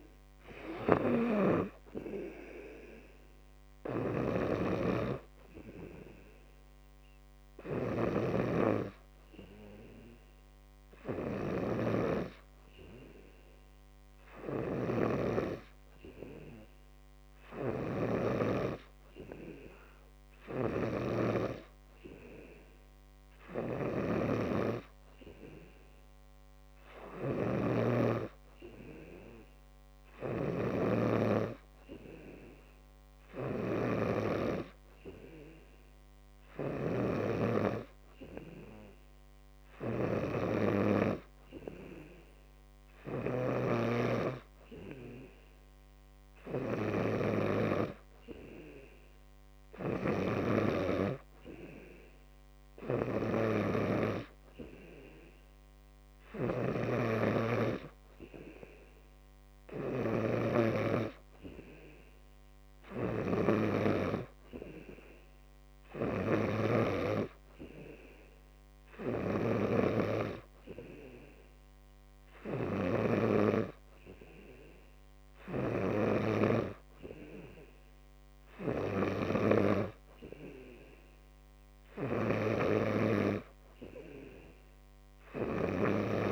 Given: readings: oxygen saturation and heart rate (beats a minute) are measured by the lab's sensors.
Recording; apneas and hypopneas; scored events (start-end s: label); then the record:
breathing in sleep by a microphone on the trachea; none
none scored
From the record:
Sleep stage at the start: N2 (light sleep); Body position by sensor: on the back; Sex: male